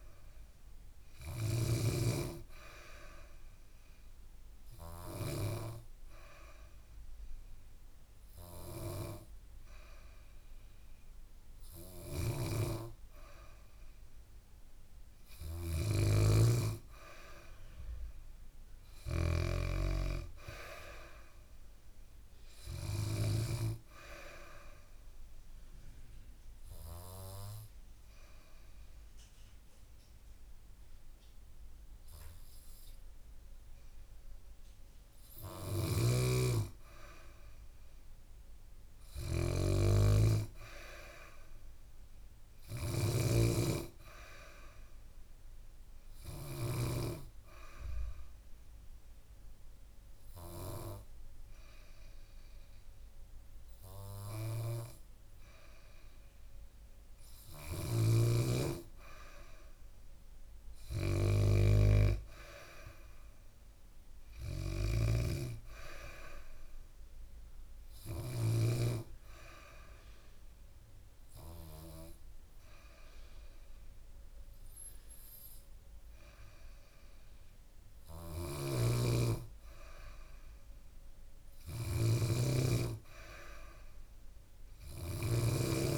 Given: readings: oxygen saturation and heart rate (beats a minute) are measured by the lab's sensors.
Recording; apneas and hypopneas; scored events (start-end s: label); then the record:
breathing in sleep by a room microphone; 4
0.00-5.00 s: snoring (device-marked)
2.00-13.00 s: oxygen desaturation (device-marked, oxygen 97% before, 93% lowest, heart rate 69 before, 66 extreme)
3.00-14.50 s: obstructive apnea (oxygen 97% before, 93% lowest, heart rate 69 before, 66 extreme, up 2 after)
11.50-23.00 s: snoring (device-marked)
16.00-19.00 s: arousal
21.00-37.00 s: oxygen desaturation (device-marked, oxygen 96% before, 93% lowest, heart rate 69 before, 66 extreme)
24.00-35.50 s: obstructive apnea (oxygen 97% before, 93% lowest, heart rate 69 before, 66 extreme, up 4 after)
35.00-46.50 s: snoring (device-marked)
37.50-41.00 s: arousal
45.50-58.00 s: obstructive apnea (oxygen 97% before, 93% lowest, heart rate 69 before, 66 extreme, up 1 after)
57.00-68.00 s: snoring (device-marked)
59.00-63.00 s: arousal
66.00-77.00 s: oxygen desaturation (device-marked, oxygen 96% before, 93% lowest, heart rate 69 before, 68 extreme)
68.00-79.00 s: obstructive apnea (oxygen 97% before, 93% lowest, heart rate 68 before, 68 extreme, up 1 after)
78.00-85.98 s: snoring (device-marked)
80.50-83.50 s: arousal
From the record:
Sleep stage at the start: N2 (light sleep); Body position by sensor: on the back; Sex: female